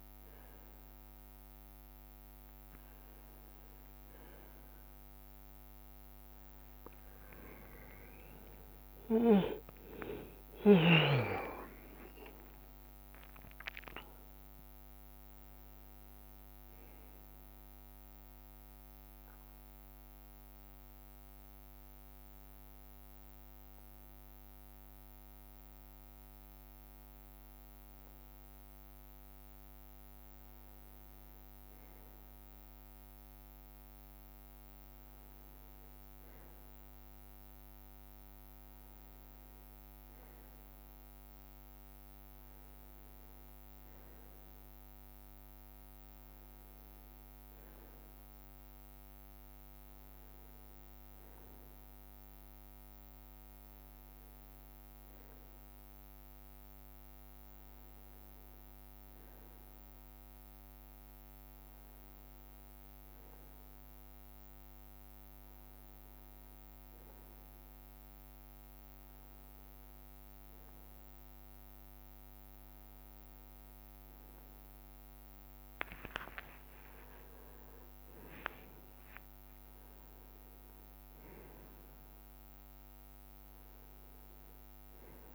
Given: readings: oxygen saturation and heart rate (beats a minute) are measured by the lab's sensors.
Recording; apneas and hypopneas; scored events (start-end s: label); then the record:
a person partly awake in a sleep study, by a microphone on the trachea; none
0.00-1.00 s: long interval between heartbeats (device-marked, heart rate 67 extreme)
1.50-3.50 s: long interval between heartbeats (device-marked, heart rate 52 before, 68 extreme)
2.50-4.00 s: leg movement (device-marked)
3.00-24.00 s: bradycardia (device-marked)
4.50-6.50 s: long interval between heartbeats (device-marked, heart rate 50 before, 79 extreme)
8.00-10.00 s: long interval between heartbeats (device-marked, heart rate 56 before, 55 extreme)
10.50-12.00 s: leg movement (device-marked)
16.50-18.50 s: long interval between heartbeats (device-marked, heart rate 59 before, 25 extreme)
20.00-30.00 s: drop in pulse transit time (device-marked, heart rate 53 before, 33 extreme)
25.00-27.00 s: long interval between heartbeats (device-marked, heart rate 46 before, 53 extreme)
26.00-85.35 s: new sleep stage, N1 (lightest sleep)
31.50-33.50 s: long interval between heartbeats (device-marked, heart rate 48 before, 70 extreme)
32.00-36.00 s: tachycardia (device-marked, heart rate 78 before, 102 extreme)
35.00-37.00 s: long interval between heartbeats (device-marked, heart rate 52 before, 102 extreme)
37.00-44.00 s: tachycardia (device-marked, heart rate 78 before, 115 extreme)
38.00-40.00 s: long interval between heartbeats (device-marked, heart rate 64 before, 93 extreme)
41.00-43.00 s: long interval between heartbeats (device-marked, heart rate 74 before, 103 extreme)
44.00-62.00 s: oxygen desaturation (device-marked, oxygen 98% before, 95% lowest, heart rate 85 before, 68 extreme)
44.50-46.50 s: long interval between heartbeats (device-marked, heart rate 85 before, 110 extreme)
45.00-48.00 s: tachycardia (device-marked, heart rate 78 before, 116 extreme)
48.50-50.50 s: long interval between heartbeats (device-marked, heart rate 95 before, 103 extreme)
57.00-59.00 s: tachycardia (device-marked, heart rate 79 before, 97 extreme)
57.50-59.50 s: long interval between heartbeats (device-marked, heart rate 101 before, 96 extreme)
60.00-62.00 s: long interval between heartbeats (device-marked, heart rate 100 before, 106 extreme)
64.50-66.50 s: long interval between heartbeats (device-marked, heart rate 98 before, 86 extreme)
72.50-74.50 s: long interval between heartbeats (device-marked, heart rate 91 before, 88 extreme)
73.00-75.00 s: tachycardia (device-marked, heart rate 79 before, 88 extreme)
76.00-80.50 s: leg movement (device-marked)
76.50-78.50 s: long interval between heartbeats (device-marked, heart rate 90 before, 108 extreme)
From the record:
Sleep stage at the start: awake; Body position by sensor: on the right side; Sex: male